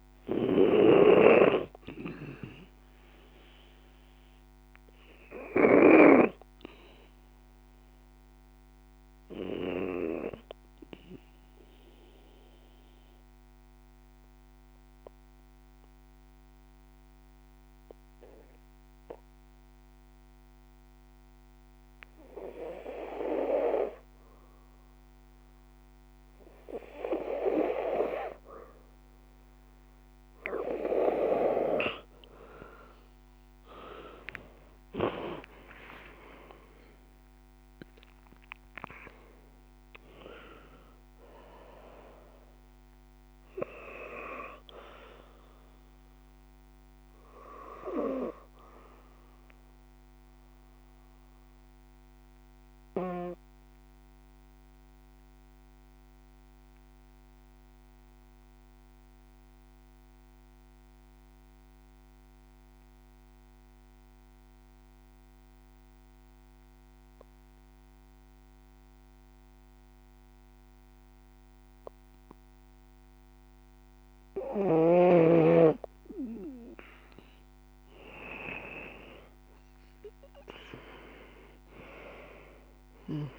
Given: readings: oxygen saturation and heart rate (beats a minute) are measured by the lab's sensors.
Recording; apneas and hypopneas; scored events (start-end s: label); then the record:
breathing in sleep by a microphone on the trachea; 2
0.00-24.00 s: oxygen desaturation (device-marked, oxygen 86% lowest, heart rate 52 extreme)
7.50-30.00 s: obstructive apnea (oxygen 94% before, 85% lowest, heart rate 63 before, 50 extreme, up 21 after)
30.00-72.00 s: oxygen desaturation (device-marked, oxygen 96% before, 85% lowest, heart rate 59 before, 50 extreme)
33.50-38.50 s: arousal
44.50-74.50 s: obstructive apnea (oxygen 96% before, 82% lowest, heart rate 68 before, 50 extreme, up 9 after)
77.00-82.00 s: arousal
From the record:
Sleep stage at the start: N2 (light sleep); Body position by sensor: on the back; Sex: female